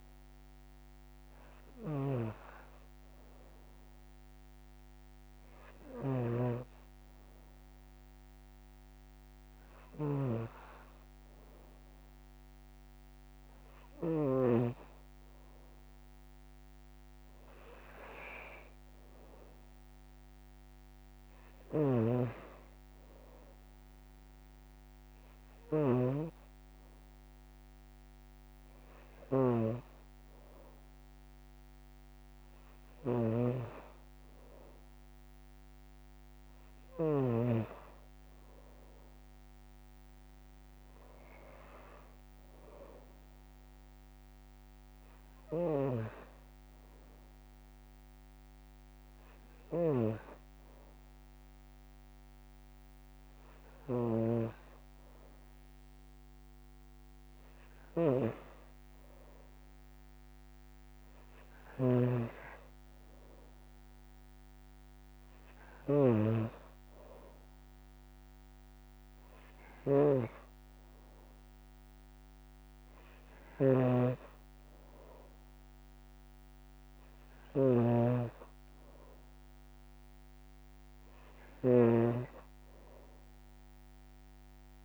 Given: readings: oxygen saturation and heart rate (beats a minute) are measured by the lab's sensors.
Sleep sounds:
breathing in sleep by a microphone on the trachea; none
73.00-81.50 s: snoring (device-marked)
From the record:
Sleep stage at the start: N2 (light sleep); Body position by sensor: on the back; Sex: female

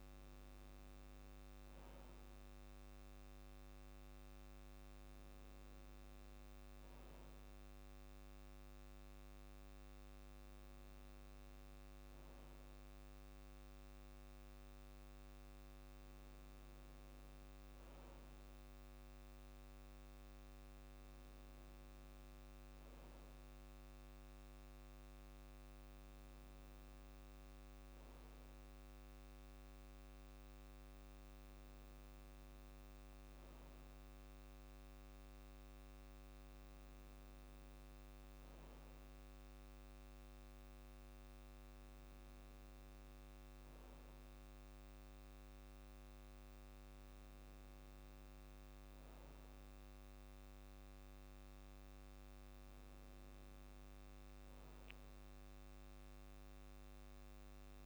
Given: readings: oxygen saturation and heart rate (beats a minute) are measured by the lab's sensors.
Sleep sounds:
breathing in sleep, hard to hear, by a microphone on the trachea; none
none scored
From the record:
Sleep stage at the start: N2 (light sleep); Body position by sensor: on the back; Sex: male

